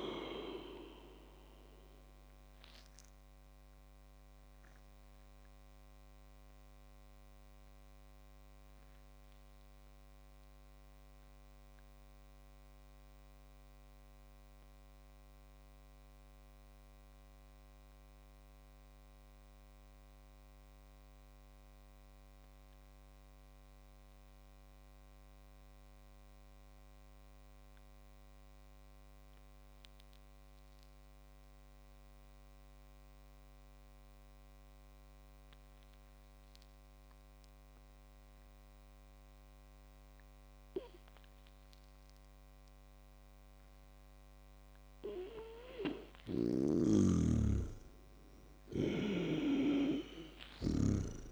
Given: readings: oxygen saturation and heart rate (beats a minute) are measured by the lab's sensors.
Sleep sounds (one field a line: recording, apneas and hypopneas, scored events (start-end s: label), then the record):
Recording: breathing in sleep by a microphone on the trachea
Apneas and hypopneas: 1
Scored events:
0.00-14.00 s: oxygen desaturation (device-marked, oxygen 95% lowest, heart rate 55 extreme)
2.50-43.50 s: obstructive apnea (oxygen 100% before, 95% lowest, heart rate 56 before, 54 extreme, up 18 after)
43.00-51.32 s: oxygen desaturation (device-marked, oxygen 100% before, 95% lowest, heart rate 59 before, 52 extreme)
46.00-51.32 s: snoring (device-marked)
46.50-49.50 s: arousal
From the record:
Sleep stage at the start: N2 (light sleep)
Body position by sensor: on the back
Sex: male